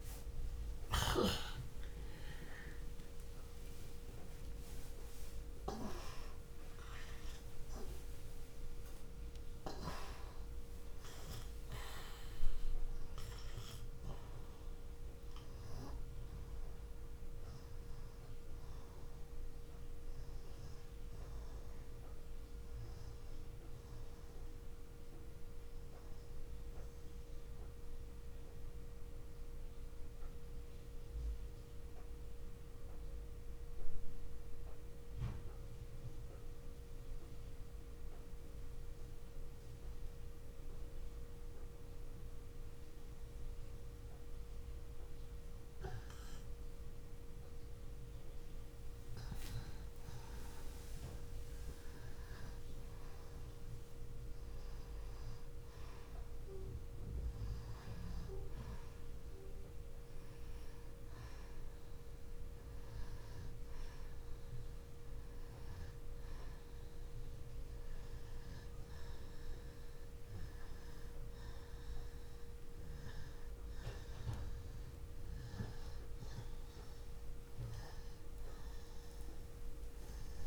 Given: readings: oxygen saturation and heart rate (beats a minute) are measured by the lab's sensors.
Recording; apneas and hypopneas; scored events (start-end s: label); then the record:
breathing in sleep by a room microphone; 1
1.00-34.00 s: oxygen desaturation (device-marked, oxygen 98% before, 87% lowest, heart rate 46 before, 28 extreme)
27.50-49.50 s: mixed apnea (oxygen 96% before, 87% lowest, heart rate 62 before, 28 extreme, up 38 after)
51.50-55.50 s: arousal
58.00-80.47 s: oxygen desaturation (device-marked, oxygen 98% before, 87% lowest, heart rate 45 before, 63 extreme)
From the record:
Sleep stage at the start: N2 (light sleep); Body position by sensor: on the back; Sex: male